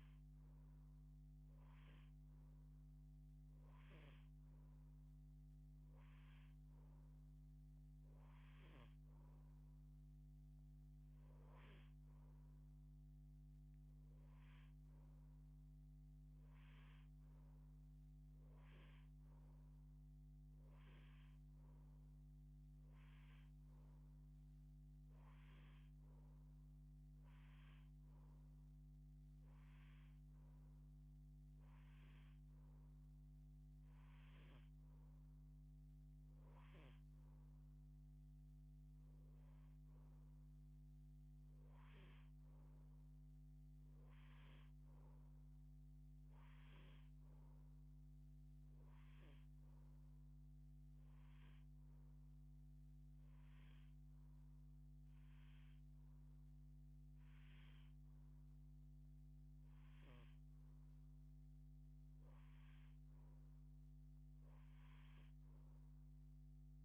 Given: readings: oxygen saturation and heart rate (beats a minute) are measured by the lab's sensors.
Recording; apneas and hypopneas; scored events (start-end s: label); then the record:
breathing in sleep, hard to hear, by a microphone on the trachea; none
none scored
From the record:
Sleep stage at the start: N2 (light sleep); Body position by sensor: on the left side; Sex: female